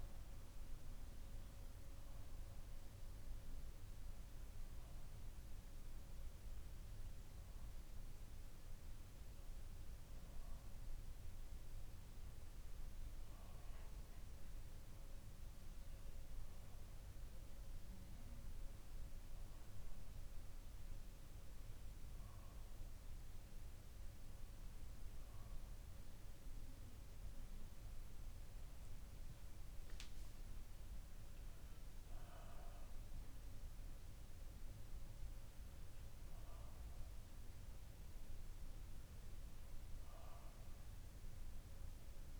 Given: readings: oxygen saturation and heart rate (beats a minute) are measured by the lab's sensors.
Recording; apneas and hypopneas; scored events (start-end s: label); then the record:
breathing in sleep, hard to hear, by a room microphone; none
none scored
From the record:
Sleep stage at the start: REM sleep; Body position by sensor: on the back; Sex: male